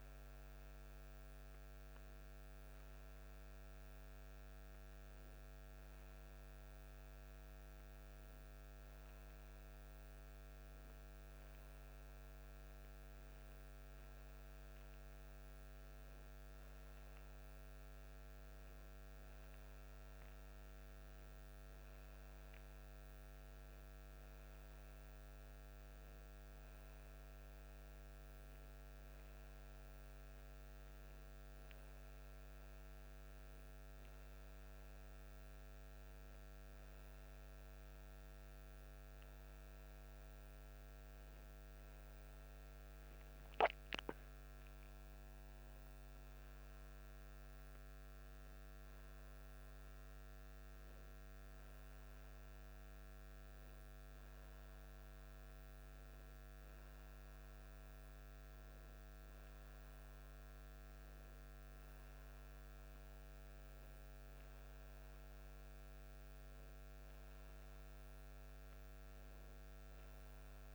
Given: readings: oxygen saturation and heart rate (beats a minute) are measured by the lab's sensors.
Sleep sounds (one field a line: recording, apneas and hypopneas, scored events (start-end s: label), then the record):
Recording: breathing in sleep, hard to hear, by a microphone on the trachea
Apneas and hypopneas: none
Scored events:
none scored
From the record:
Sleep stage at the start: N2 (light sleep)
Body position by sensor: on the back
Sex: male